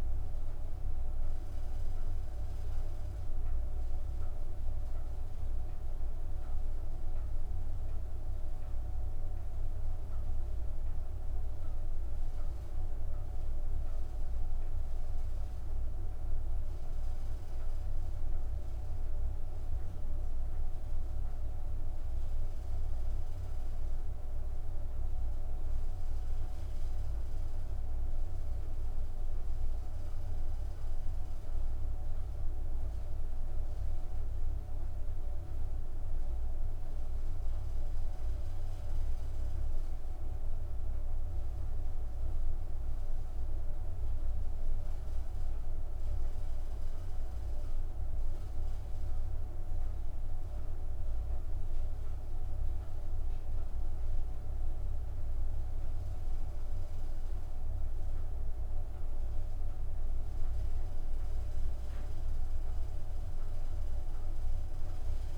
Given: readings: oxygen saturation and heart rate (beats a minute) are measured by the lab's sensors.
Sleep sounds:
breathing in sleep, hard to hear, by a room microphone; 1
12.50-17.00 s: arousal
21.00-38.00 s: central apnea (oxygen 99% before, 95% lowest, heart rate 66 before, 57 extreme, up 2 after)
41.50-46.00 s: arousal
41.50-59.50 s: oxygen desaturation (device-marked, oxygen 98% before, 95% lowest, heart rate 64 before, 59 extreme)
From the record:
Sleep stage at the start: N2 (light sleep); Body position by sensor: on the back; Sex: female

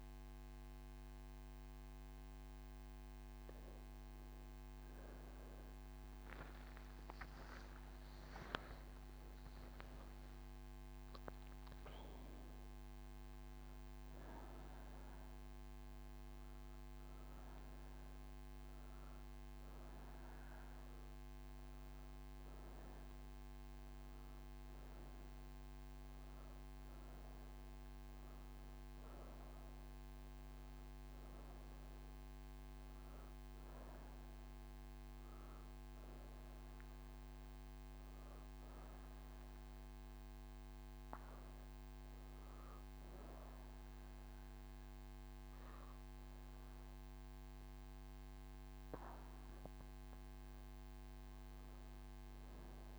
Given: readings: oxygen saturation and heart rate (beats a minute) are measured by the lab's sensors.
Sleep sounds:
breathing in sleep, hard to hear, by a microphone on the trachea; none
8.50-20.50 s: oxygen desaturation (device-marked, oxygen 99% before, 95% lowest)
29.50-43.50 s: oxygen desaturation (device-marked, oxygen 96% before, 92% lowest)
From the record:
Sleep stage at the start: N2 (light sleep); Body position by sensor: on the right side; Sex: female

